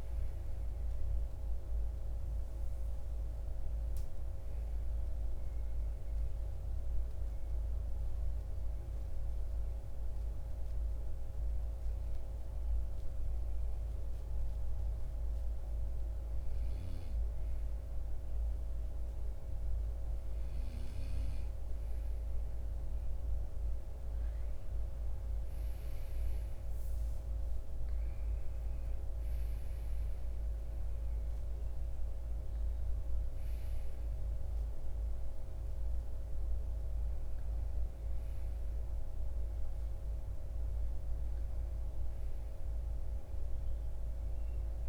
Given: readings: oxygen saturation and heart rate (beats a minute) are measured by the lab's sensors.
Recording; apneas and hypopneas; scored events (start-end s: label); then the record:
breathing in sleep, hard to hear, by a room microphone; 1
0.00-15.00 s: oxygen desaturation (device-marked, oxygen 89% lowest, heart rate 52 extreme)
4.50-15.50 s: obstructive apnea (oxygen 93% before, 89% lowest, heart rate 65 before, 52 extreme, up 4 after)
18.50-22.00 s: arousal
27.00-44.89 s: oxygen desaturation (device-marked, oxygen 97% before, 92% lowest, heart rate 54 before, 54 extreme)
From the record:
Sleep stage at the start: N2 (light sleep); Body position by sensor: on the right side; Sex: male